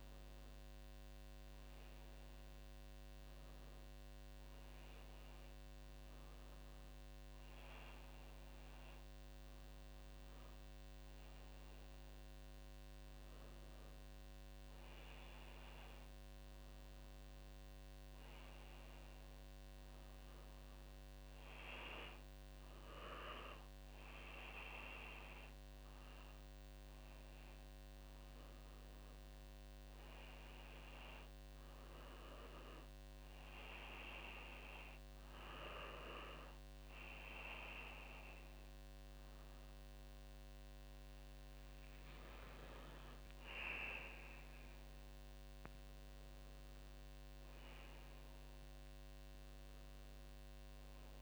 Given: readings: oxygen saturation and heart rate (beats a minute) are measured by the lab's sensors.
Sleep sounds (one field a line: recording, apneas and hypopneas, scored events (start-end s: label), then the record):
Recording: breathing in sleep by a microphone on the trachea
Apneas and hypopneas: none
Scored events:
41.50-47.00 s: arousal
From the record:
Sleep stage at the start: N2 (light sleep)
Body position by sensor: on the back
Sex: female